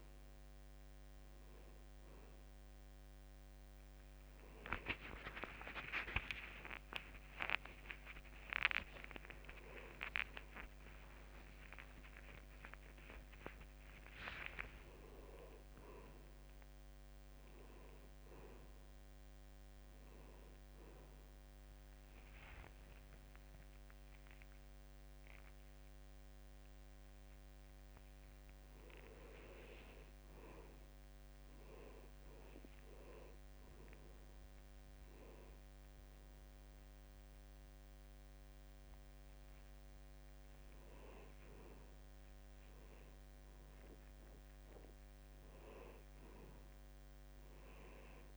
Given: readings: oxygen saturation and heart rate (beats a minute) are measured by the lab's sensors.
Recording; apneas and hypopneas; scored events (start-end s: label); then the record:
breathing in sleep by a microphone on the trachea; none
0.00-12.50 s: oxygen desaturation (device-marked, oxygen 84% lowest, heart rate 72 extreme)
7.00-9.00 s: long interval between heartbeats (device-marked, heart rate 76 before, 82 extreme)
11.00-14.50 s: arousal
23.00-25.00 s: long interval between heartbeats (device-marked, heart rate 78 before, 88 extreme)
25.00-27.00 s: long interval between heartbeats (device-marked, heart rate 80 before, 124 extreme)
28.50-30.50 s: long interval between heartbeats (device-marked, heart rate 92 before, 145 extreme)
From the record:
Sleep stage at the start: N2 (light sleep); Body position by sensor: on the back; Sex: male